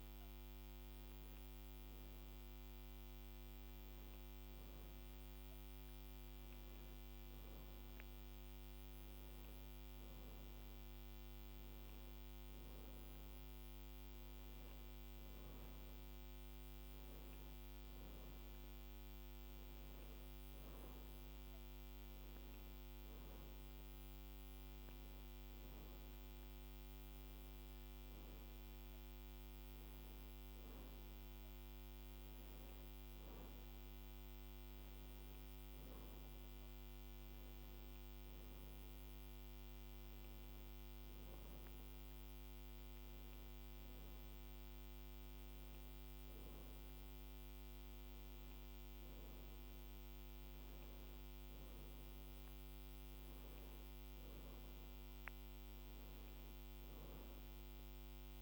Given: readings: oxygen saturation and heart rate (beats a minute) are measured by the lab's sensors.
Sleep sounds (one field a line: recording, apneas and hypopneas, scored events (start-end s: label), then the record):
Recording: a person awake in a sleep study, hard to hear, by a microphone on the trachea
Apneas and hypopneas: none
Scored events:
none scored
From the record:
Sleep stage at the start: awake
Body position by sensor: on the back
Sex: female